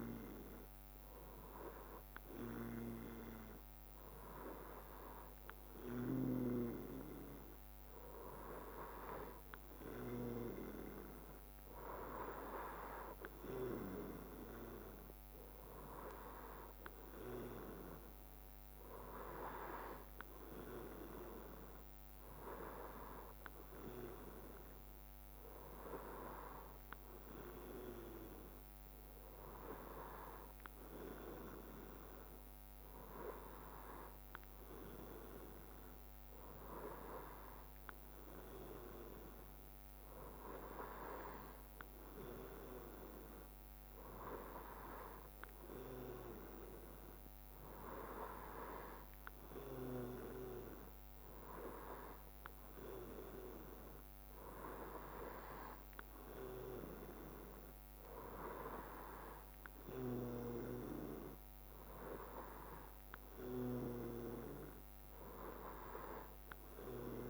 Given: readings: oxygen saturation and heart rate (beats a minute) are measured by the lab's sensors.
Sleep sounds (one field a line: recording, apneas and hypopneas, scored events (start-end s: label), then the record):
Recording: breathing in sleep by a microphone on the trachea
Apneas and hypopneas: none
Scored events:
39.50-41.50 s: bradycardia (device-marked, heart rate 63 before, 60 extreme)
From the record:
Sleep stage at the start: N2 (light sleep)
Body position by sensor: on the right side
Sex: male